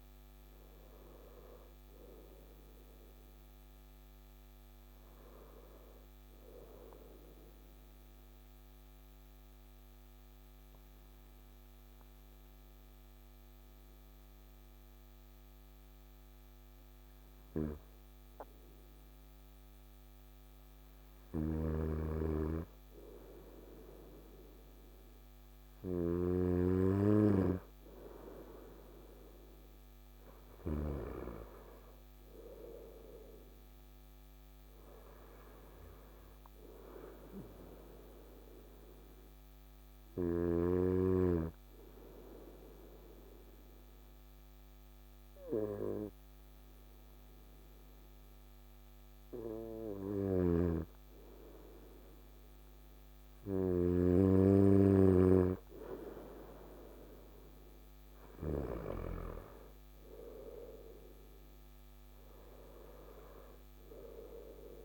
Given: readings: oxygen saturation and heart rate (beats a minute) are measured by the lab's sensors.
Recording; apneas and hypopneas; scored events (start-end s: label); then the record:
breathing in sleep by a microphone on the trachea; 2
6.00-18.50 s: obstructive apnea (oxygen 97% before, 95% lowest, heart rate 64 before, 55 extreme, up 3 after)
21.00-26.00 s: snoring (device-marked)
21.50-26.50 s: arousal
37.00-50.00 s: obstructive apnea (oxygen 99% before, 95% lowest, heart rate 59 before, 56 extreme, up 2 after)
49.50-53.50 s: snoring (device-marked)
55.50-61.50 s: arousal
From the record:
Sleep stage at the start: N2 (light sleep); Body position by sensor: on the right side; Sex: male